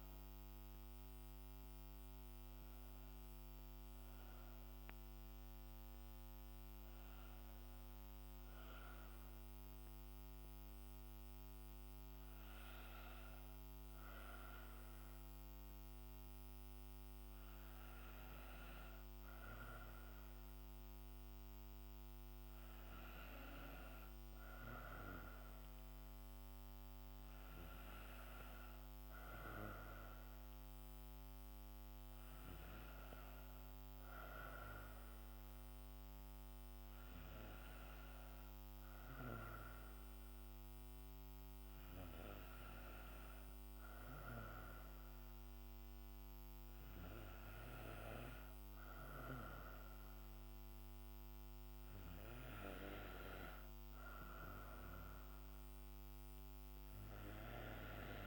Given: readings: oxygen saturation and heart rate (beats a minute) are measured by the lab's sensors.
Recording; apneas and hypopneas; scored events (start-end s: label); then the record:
breathing in sleep by a microphone on the trachea; none
none scored
From the record:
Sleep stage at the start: N2 (light sleep); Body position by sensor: on the back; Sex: female